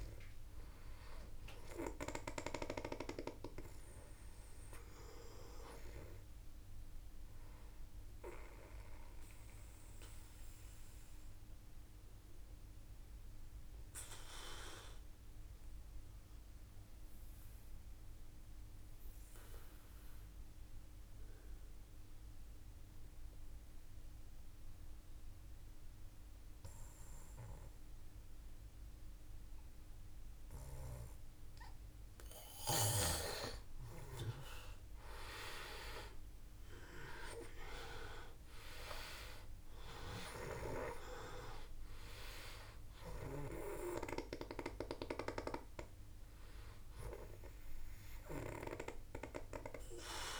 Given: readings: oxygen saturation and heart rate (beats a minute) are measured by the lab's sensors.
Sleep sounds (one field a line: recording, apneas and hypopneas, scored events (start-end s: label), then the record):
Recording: breathing in sleep by a room microphone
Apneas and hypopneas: 1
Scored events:
0.00-17.00 s: oxygen desaturation (device-marked, oxygen 90% lowest, heart rate 51 extreme)
8.00-30.50 s: obstructive apnea (oxygen 97% before, 90% lowest, heart rate 54 before, 53 extreme, up 4 after)
34.00-37.50 s: arousal
38.00-50.40 s: oxygen desaturation (device-marked, oxygen 97% before, 91% lowest, heart rate 56 before, 52 extreme)
From the record:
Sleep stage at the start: N2 (light sleep)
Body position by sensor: on the back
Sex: male